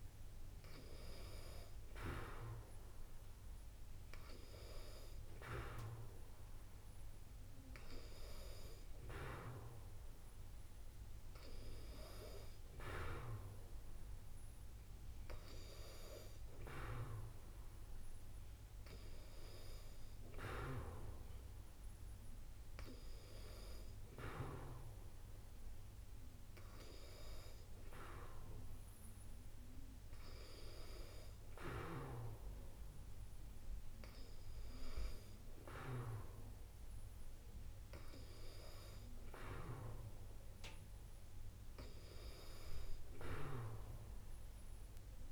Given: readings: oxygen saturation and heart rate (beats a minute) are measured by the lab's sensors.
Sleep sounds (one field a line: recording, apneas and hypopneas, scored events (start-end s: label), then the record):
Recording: breathing in sleep by a room microphone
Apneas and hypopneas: none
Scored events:
none scored
From the record:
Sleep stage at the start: N2 (light sleep)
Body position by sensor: on the back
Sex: female